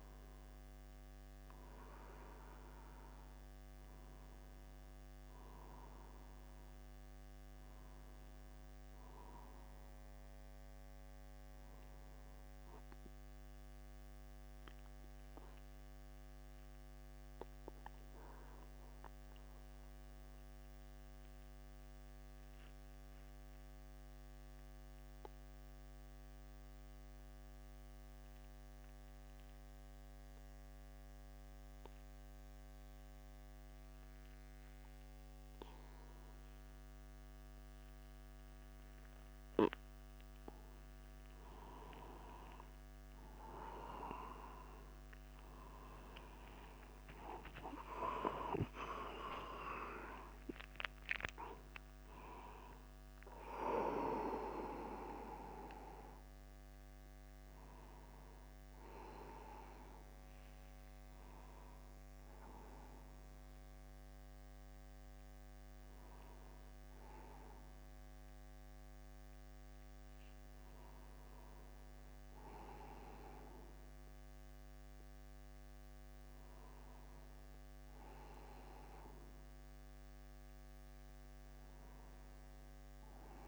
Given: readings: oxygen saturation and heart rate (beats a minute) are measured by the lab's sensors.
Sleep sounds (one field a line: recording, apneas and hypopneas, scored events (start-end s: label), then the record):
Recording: breathing in sleep by a microphone on the trachea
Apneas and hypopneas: 1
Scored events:
0.00-2.00 s: arousal
14.50-41.00 s: mixed apnea (oxygen 97% before, 93% lowest, heart rate 49 before, 49 extreme)
46.00-83.48 s: new sleep stage, N1 (lightest sleep)
48.00-53.00 s: arousal
49.50-51.50 s: long interval between heartbeats (device-marked, heart rate 51 before, 58 extreme)
61.00-63.00 s: long interval between heartbeats (device-marked, heart rate 54 before, 60 extreme)
From the record:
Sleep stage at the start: N2 (light sleep)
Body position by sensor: upright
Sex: male